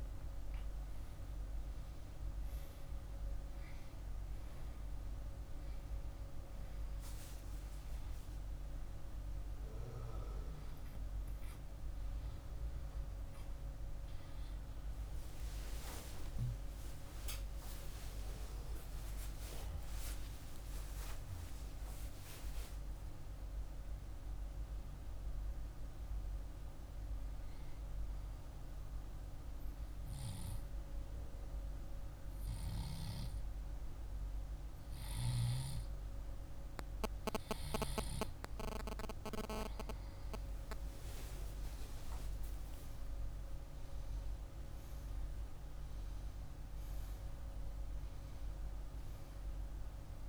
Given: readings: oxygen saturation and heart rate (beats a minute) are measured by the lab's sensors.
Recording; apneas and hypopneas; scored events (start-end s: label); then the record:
breathing in sleep by a room microphone; 1
15.50-21.50 s: arousal
23.00-31.00 s: oxygen desaturation (device-marked, oxygen 97% before, 93% lowest, heart rate 76 before, 47 extreme)
27.00-38.50 s: hypopnea (oxygen 98% before, 93% lowest, heart rate 81 before, 47 extreme, up 3 after)
40.50-46.00 s: arousal
From the record:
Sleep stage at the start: N2 (light sleep); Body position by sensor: on the back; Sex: male